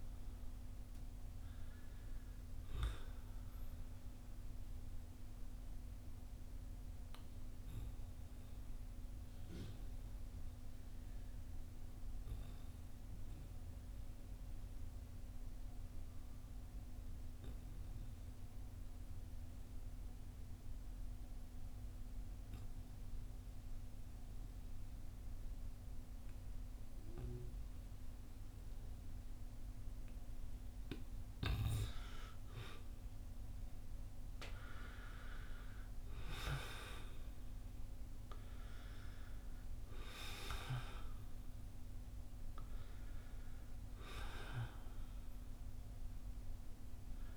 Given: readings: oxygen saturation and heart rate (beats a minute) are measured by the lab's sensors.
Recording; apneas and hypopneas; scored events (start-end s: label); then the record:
breathing in sleep by a room microphone; 1
2.50-16.50 s: oxygen desaturation (device-marked, oxygen 94% before, 91% lowest, heart rate 54 before, 38 extreme)
5.50-30.50 s: obstructive apnea (oxygen 97% before, 89% lowest, heart rate 54 before, 38 extreme, up 21 after)
32.50-47.37 s: oxygen desaturation (device-marked, oxygen 97% before, 89% lowest, heart rate 48 before, 47 extreme)
33.00-36.50 s: arousal
From the record:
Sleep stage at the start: N2 (light sleep); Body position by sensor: on the back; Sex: male